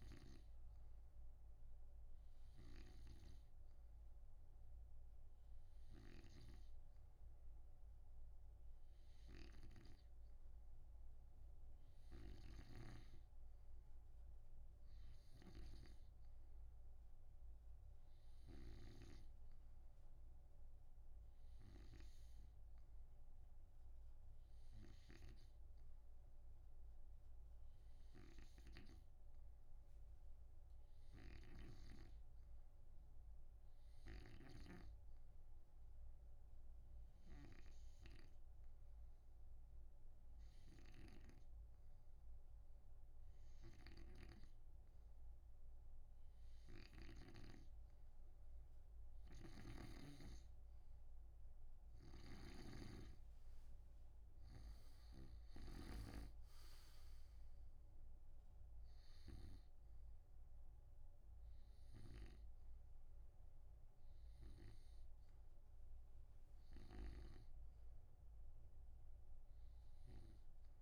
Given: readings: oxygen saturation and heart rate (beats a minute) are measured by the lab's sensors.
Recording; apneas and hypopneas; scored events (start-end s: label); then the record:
breathing in sleep by a room microphone; 1
3.00-13.00 s: snoring (device-marked)
26.50-47.00 s: hypopnea (oxygen 95% before, 91% lowest)
31.50-35.00 s: snoring (device-marked)
41.00-47.50 s: snoring (device-marked)
49.50-60.00 s: snoring (device-marked)
51.50-56.50 s: arousal
From the record:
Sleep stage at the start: N2 (light sleep); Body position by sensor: on the right side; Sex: male